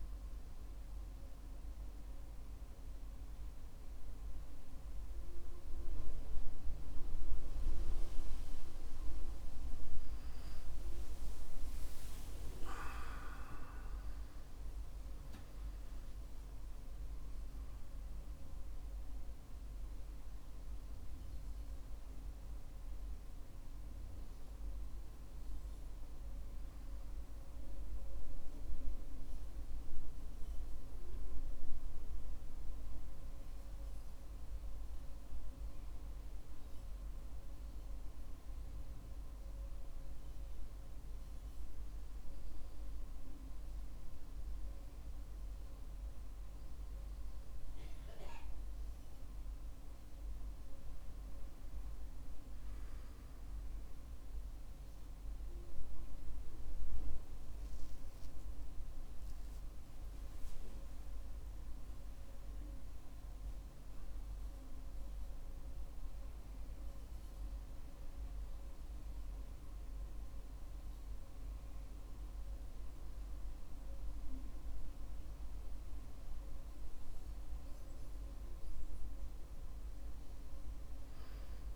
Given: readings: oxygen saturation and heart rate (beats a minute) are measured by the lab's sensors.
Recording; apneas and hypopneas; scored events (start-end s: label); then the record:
breathing in sleep, hard to hear, by a room microphone; none
10.50-16.00 s: arousal
59.00-63.50 s: arousal
From the record:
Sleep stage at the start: N2 (light sleep); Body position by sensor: on the back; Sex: male